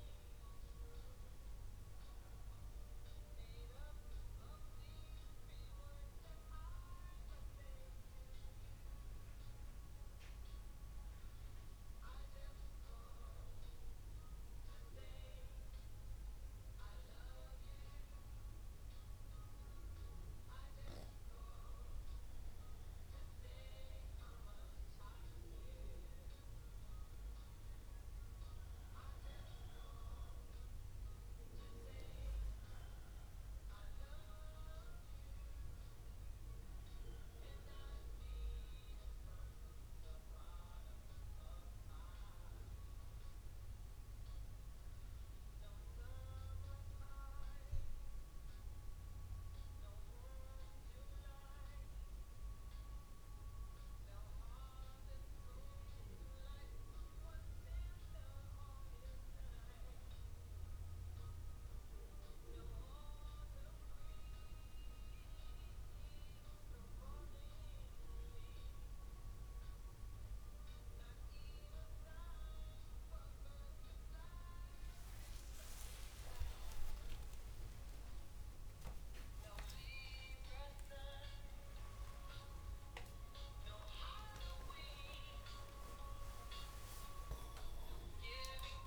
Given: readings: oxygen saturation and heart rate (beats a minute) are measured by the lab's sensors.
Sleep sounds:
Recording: breathing in sleep by a room microphone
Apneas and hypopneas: 2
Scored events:
7.00-21.50 s: mixed apnea (oxygen 98% before, 95% lowest, heart rate 66 before, 64 extreme, up 1 after)
23.50-27.50 s: arousal
42.00-57.00 s: obstructive apnea (oxygen 98% before, 95% lowest, heart rate 64 before, 64 extreme, up 2 after)
77.50-79.50 s: long interval between heartbeats (device-marked, heart rate 65 before, 94 extreme)
80.50-82.50 s: long interval between heartbeats (device-marked, heart rate 73 before, 165 extreme)
83.00-88.87 s: new sleep stage, awake
From the record:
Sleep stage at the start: N2 (light sleep)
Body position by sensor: on the back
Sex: male

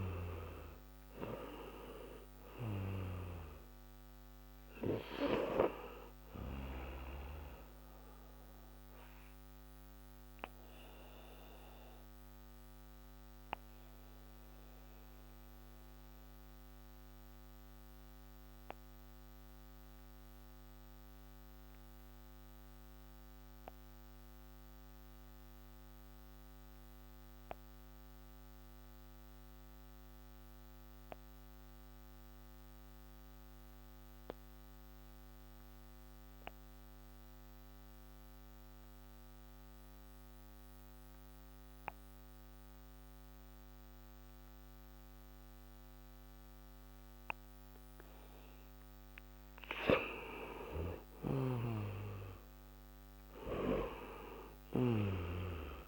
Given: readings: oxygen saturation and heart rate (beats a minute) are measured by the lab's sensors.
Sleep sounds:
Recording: breathing in sleep by a microphone on the trachea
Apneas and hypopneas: 1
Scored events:
0.00-2.00 s: arousal
0.00-28.00 s: oxygen desaturation (device-marked, oxygen 86% lowest)
9.00-48.50 s: obstructive apnea (oxygen 98% before, 86% lowest, heart rate 33 before, 27 extreme, up 10 after)
50.00-54.50 s: arousal
From the record:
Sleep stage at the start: N2 (light sleep)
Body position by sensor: on the back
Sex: male

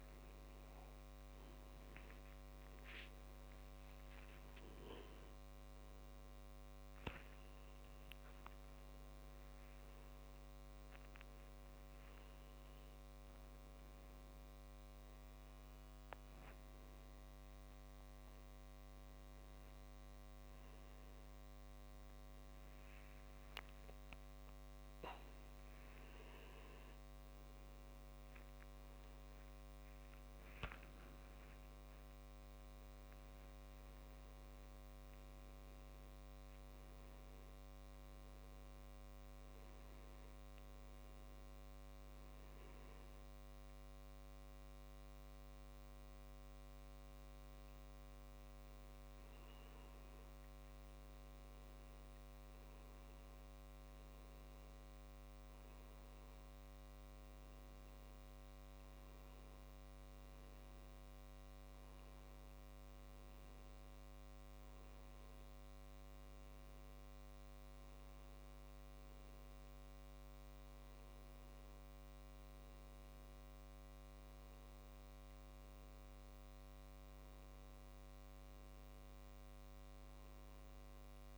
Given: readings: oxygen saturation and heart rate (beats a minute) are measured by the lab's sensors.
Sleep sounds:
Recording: a person awake in a sleep study, hard to hear, by a microphone on the trachea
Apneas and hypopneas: none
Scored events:
none scored
From the record:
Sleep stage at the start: awake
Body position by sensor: upright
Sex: male

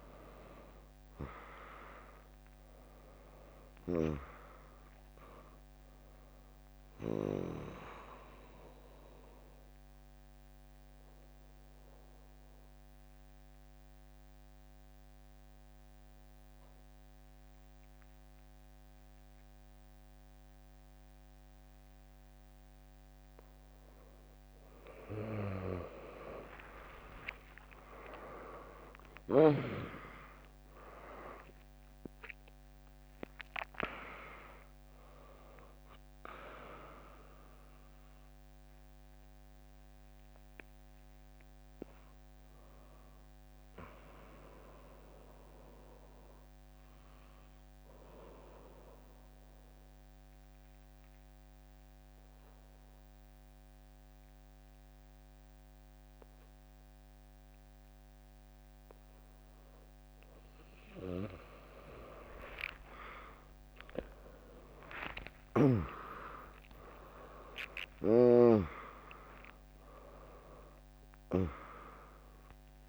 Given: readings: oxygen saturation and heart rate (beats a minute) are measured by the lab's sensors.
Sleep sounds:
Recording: breathing in sleep by a microphone on the trachea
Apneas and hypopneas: 2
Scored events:
0.00-1.50 s: arousal
0.00-18.50 s: oxygen desaturation (device-marked, oxygen 96% lowest, heart rate 59 extreme)
0.50-15.50 s: drop in pulse transit time (device-marked, heart rate 70 before, 66 extreme)
9.00-23.50 s: obstructive apnea (oxygen 100% before, 94% lowest, heart rate 70 before, 59 extreme)
21.50-23.50 s: bradycardia (device-marked, heart rate 77 before, 66 extreme)
27.00-31.50 s: arousal
29.50-52.50 s: oxygen desaturation (device-marked, oxygen 100% before, 94% lowest, heart rate 75 before, 61 extreme)
30.50-44.50 s: drop in pulse transit time (device-marked, heart rate 74 before, 63 extreme)
47.00-60.50 s: obstructive apnea (oxygen 100% before, 95% lowest, heart rate 77 before, 61 extreme, up 7 after)
62.50-67.00 s: arousal
66.50-72.89 s: drop in pulse transit time (device-marked, heart rate 72 before, 68 extreme)
68.50-72.89 s: oxygen desaturation (device-marked, oxygen 100% before, 95% lowest, heart rate 70 before, 77 extreme)
69.50-72.89 s: tachycardia (device-marked, heart rate 77 before, 126 extreme)
From the record:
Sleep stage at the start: N2 (light sleep)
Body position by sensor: on the back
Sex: female

